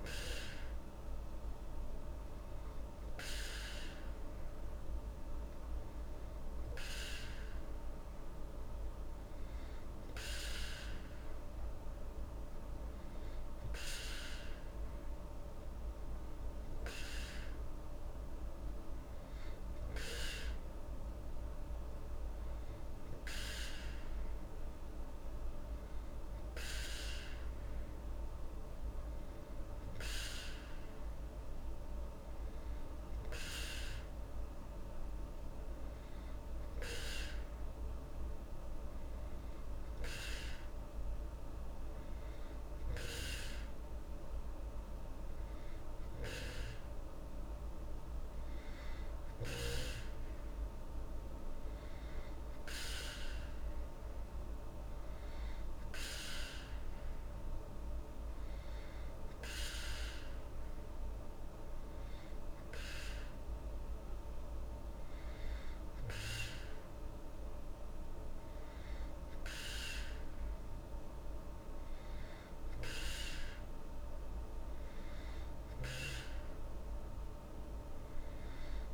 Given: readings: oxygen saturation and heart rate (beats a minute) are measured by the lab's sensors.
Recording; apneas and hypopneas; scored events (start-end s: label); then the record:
breathing in sleep by a room microphone; none
none scored
From the record:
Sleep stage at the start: N2 (light sleep); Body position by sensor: on the back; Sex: female